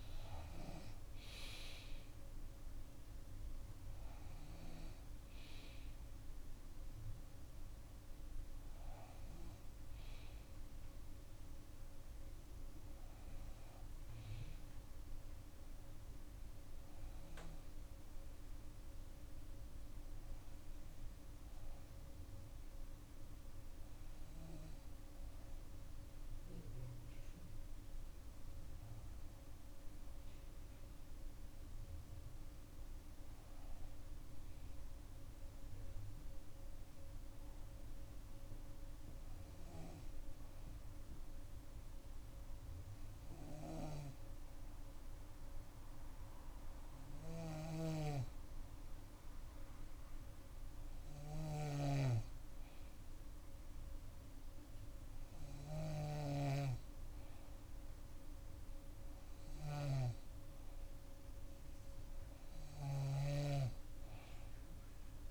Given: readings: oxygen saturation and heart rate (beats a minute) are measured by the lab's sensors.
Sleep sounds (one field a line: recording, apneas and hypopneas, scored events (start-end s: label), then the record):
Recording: breathing in sleep by a room microphone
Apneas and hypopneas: none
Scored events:
47.00-63.00 s: snoring (device-marked)
From the record:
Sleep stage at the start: N2 (light sleep)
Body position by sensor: on the back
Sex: female